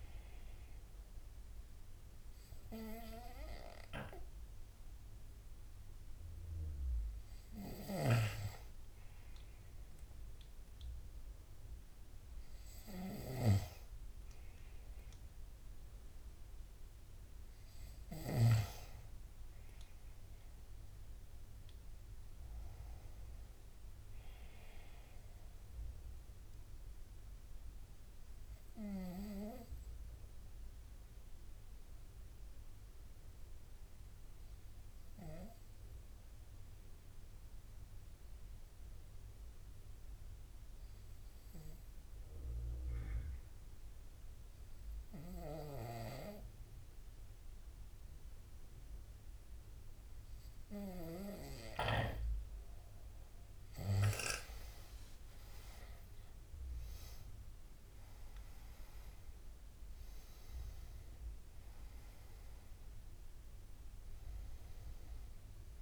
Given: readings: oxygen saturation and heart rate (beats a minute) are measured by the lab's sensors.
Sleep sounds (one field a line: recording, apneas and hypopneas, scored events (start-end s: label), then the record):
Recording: breathing in sleep by a room microphone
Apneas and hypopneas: 1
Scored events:
0.00-3.00 s: oxygen desaturation (device-marked, oxygen 93% lowest, heart rate 79 extreme)
21.00-24.50 s: arousal
27.00-52.50 s: obstructive apnea (oxygen 98% before, 93% lowest, heart rate 81 before, 70 extreme, up 8 after)
53.00-65.82 s: oxygen desaturation (device-marked, oxygen 98% before, 93% lowest, heart rate 72 before, 69 extreme)
56.00-59.50 s: arousal
From the record:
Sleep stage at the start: N2 (light sleep)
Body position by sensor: on the right side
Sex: male